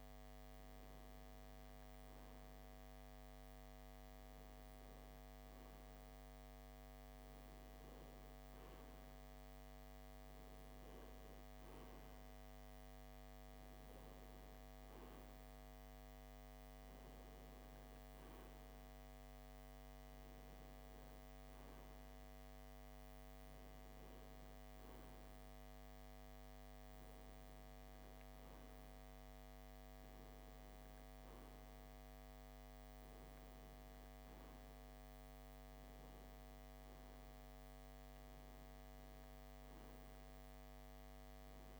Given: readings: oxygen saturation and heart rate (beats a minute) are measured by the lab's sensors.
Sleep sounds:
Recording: breathing in sleep, hard to hear, by a microphone on the trachea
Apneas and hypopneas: none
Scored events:
none scored
From the record:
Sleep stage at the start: N3 (deep sleep)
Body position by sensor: on the left side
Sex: male

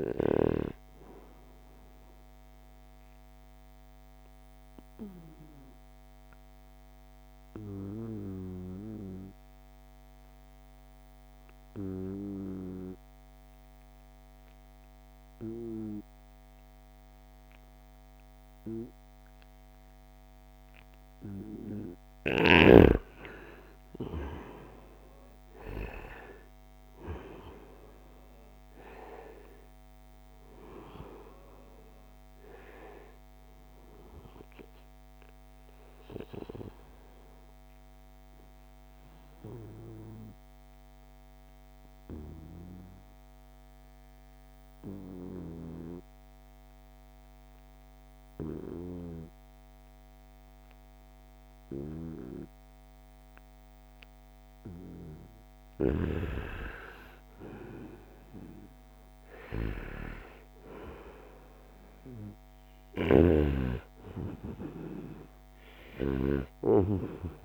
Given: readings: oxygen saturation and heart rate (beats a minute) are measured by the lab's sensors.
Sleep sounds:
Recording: breathing in sleep by a microphone on the trachea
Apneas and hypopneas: 2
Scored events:
1.50-21.00 s: obstructive apnea (oxygen 96% before, 90% lowest, heart rate 74 before, 71 extreme, up 6 after)
23.00-28.00 s: arousal
23.50-45.50 s: oxygen desaturation (device-marked, oxygen 95% before, 90% lowest, heart rate 73 before, 68 extreme)
35.50-55.00 s: obstructive apnea (oxygen 95% before, 88% lowest, heart rate 75 before, 68 extreme, up 5 after)
56.00-62.00 s: arousal
62.00-66.00 s: snoring (device-marked)
65.50-67.45 s: oxygen desaturation (device-marked, oxygen 95% before, 91% lowest, heart rate 70 before, 65 extreme)
From the record:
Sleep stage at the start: N2 (light sleep)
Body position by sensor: on the right side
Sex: male

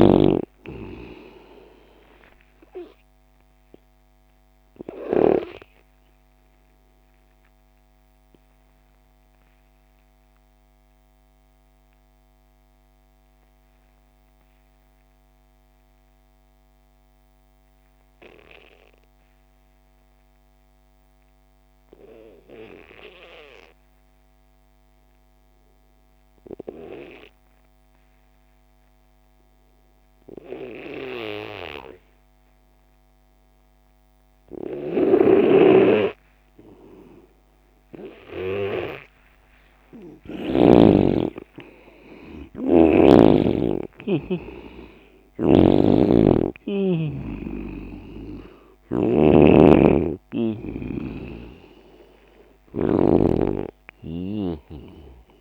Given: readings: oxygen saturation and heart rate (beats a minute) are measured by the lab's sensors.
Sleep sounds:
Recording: breathing in sleep by a microphone on the trachea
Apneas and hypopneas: 1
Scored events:
0.00-21.50 s: oxygen desaturation (device-marked, oxygen 88% lowest)
4.50-35.50 s: obstructive apnea (oxygen 98% before, 86% lowest)
34.50-40.50 s: snoring (device-marked)
34.50-55.41 s: oxygen desaturation (device-marked, oxygen 98% before, 86% lowest)
39.50-43.00 s: arousal
45.00-53.00 s: snoring (device-marked)
From the record:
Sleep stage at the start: N2 (light sleep)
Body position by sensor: on the left side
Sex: male

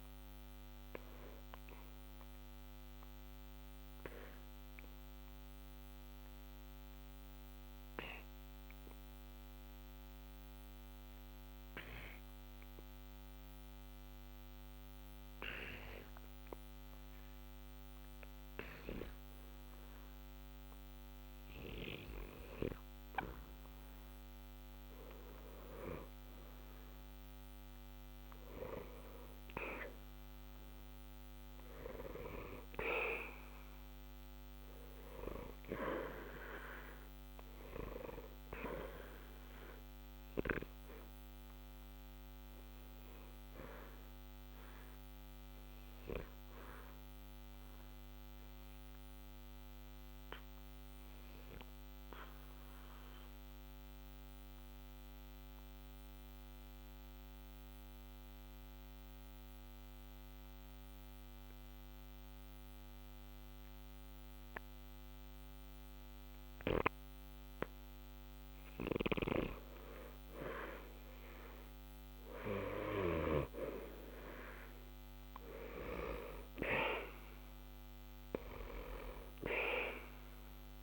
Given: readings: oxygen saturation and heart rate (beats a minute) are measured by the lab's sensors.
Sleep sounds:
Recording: breathing in sleep by a microphone on the trachea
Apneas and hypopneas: 2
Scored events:
0.00-10.00 s: oxygen desaturation (device-marked, oxygen 83% lowest, heart rate 60 extreme)
1.00-22.00 s: obstructive apnea (oxygen 92% before, 83% lowest, heart rate 66 before, 60 extreme, up 2 after)
25.50-29.50 s: arousal
32.00-62.00 s: oxygen desaturation (device-marked, oxygen 95% before, 88% lowest, heart rate 61 before, 60 extreme)
39.50-66.00 s: obstructive apnea (oxygen 95% before, 82% lowest, heart rate 61 before, 60 extreme, up 0 after)
68.50-73.00 s: arousal
74.00-80.83 s: oxygen desaturation (device-marked, oxygen 93% before, 82% lowest, heart rate 61 before, 60 extreme)
From the record:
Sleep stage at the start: N2 (light sleep)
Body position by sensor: on the back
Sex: male

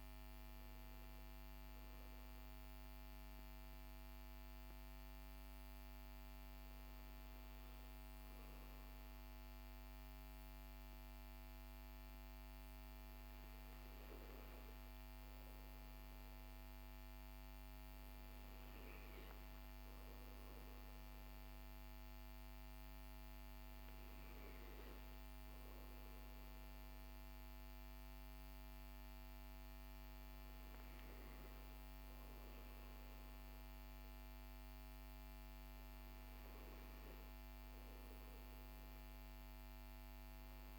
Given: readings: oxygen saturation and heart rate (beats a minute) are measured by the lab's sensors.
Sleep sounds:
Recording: breathing in sleep, hard to hear, by a microphone on the trachea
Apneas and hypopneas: none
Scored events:
none scored
From the record:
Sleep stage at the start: N1 (lightest sleep)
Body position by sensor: on the back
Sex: male

